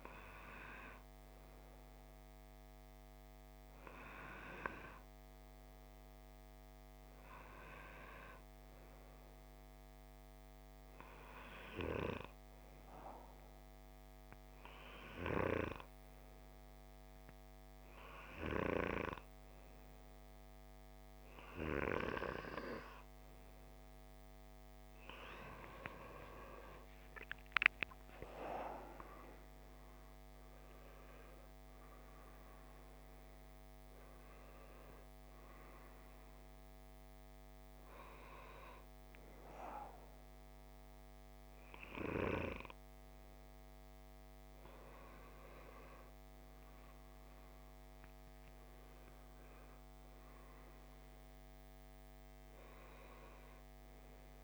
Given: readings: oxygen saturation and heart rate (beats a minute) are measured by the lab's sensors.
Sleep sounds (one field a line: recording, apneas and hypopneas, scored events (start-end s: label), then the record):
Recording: breathing in sleep by a microphone on the trachea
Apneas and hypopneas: 1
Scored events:
0.00-3.00 s: oxygen desaturation (device-marked, oxygen 91% lowest, heart rate 55 extreme)
5.50-9.00 s: arousal
11.50-23.50 s: hypopnea (oxygen 96% before, 91% lowest, heart rate 56 before, 55 extreme, up 21 after)
22.00-51.00 s: oxygen desaturation (device-marked, oxygen 95% before, 91% lowest, heart rate 56 before, 54 extreme)
25.00-29.00 s: arousal
From the record:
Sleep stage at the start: N2 (light sleep)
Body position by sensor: on the back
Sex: male